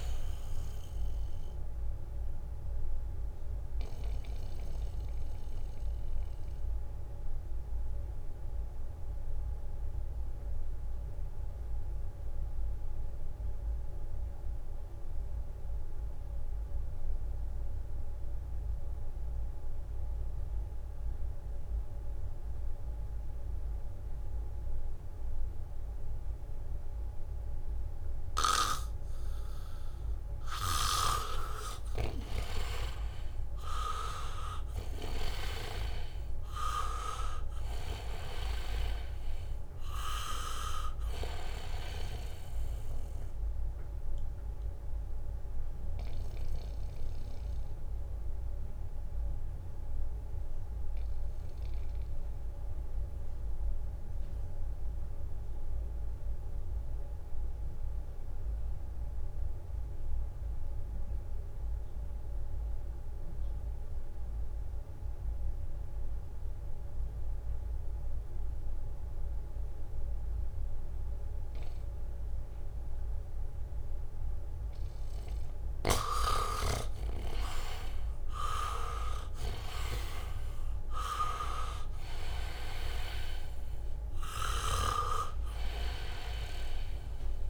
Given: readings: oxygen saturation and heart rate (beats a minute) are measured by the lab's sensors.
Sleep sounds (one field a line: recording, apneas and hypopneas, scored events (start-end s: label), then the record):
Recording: breathing in sleep by a room microphone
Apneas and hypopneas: 2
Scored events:
0.00-18.00 s: oxygen desaturation (device-marked, oxygen 78% lowest, heart rate 63 extreme)
1.50-30.50 s: mixed apnea (oxygen 99% before, 78% lowest, heart rate 66 before, 64 extreme, up 3 after)
17.50-24.00 s: leg movement (device-marked)
29.00-57.00 s: oxygen desaturation (device-marked, oxygen 99% before, 79% lowest, heart rate 70 before, 62 extreme)
31.00-35.50 s: snoring (device-marked)
33.50-38.50 s: arousal
40.00-50.50 s: leg movement (device-marked)
43.50-75.50 s: mixed apnea (oxygen 99% before, 78% lowest, heart rate 67 before, 62 extreme, up 5 after)
66.00-87.50 s: oxygen desaturation (device-marked, oxygen 99% before, 78% lowest, heart rate 71 before, 62 extreme)
78.00-82.00 s: arousal
From the record:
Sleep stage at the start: N2 (light sleep)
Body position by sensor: on the back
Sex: male